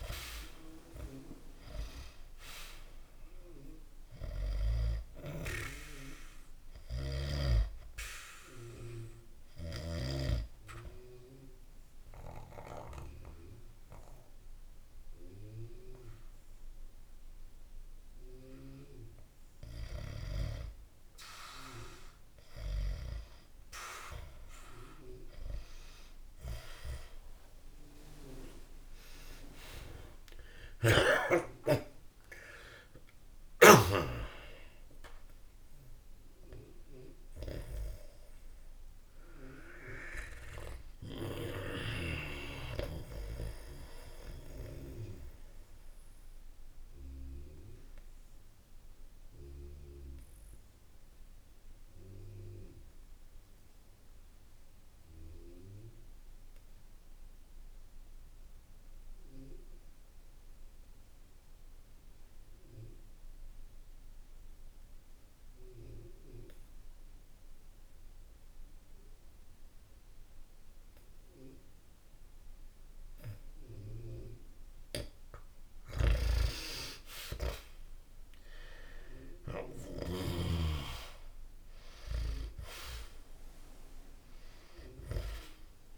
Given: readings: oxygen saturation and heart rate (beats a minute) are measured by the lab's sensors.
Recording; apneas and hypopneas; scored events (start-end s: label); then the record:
breathing in sleep by a room microphone; 2
0.00-20.00 s: oxygen desaturation (device-marked, oxygen 98% before, 88% lowest, heart rate 67 before, 68 extreme)
6.50-10.00 s: snoring (device-marked)
6.50-20.50 s: obstructive apnea (oxygen 98% before, 88% lowest, heart rate 67 before, 68 extreme, up 2 after)
27.50-33.00 s: arousal
43.00-75.00 s: obstructive apnea (oxygen 98% before, 88% lowest, heart rate 81 before, 61 extreme, up 6 after)
72.00-85.98 s: oxygen desaturation (device-marked, oxygen 98% before, 88% lowest, heart rate 65 before, 63 extreme)
75.50-80.00 s: snoring (device-marked)
77.00-81.00 s: arousal
From the record:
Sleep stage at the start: N2 (light sleep); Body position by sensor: on the back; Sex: male